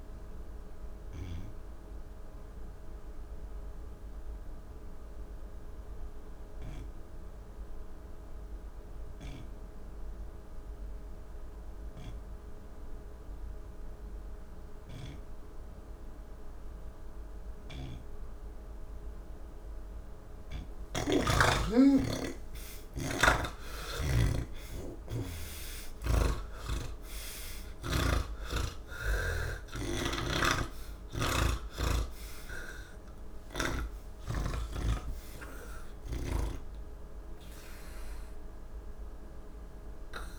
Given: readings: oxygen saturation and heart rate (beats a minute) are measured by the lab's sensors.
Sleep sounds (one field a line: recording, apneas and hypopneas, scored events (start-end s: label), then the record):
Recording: breathing in sleep by a room microphone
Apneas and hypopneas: none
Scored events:
0.00-13.00 s: oxygen desaturation (device-marked, oxygen 88% before, 81% lowest, heart rate 75 before, 70 extreme)
20.50-28.00 s: snoring (device-marked)
30.00-33.50 s: snoring (device-marked)
33.00-40.39 s: oxygen desaturation (device-marked, oxygen 85% before, 81% lowest, heart rate 90 before, 31 extreme)
From the record:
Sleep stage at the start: N3 (deep sleep)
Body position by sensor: on the back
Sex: male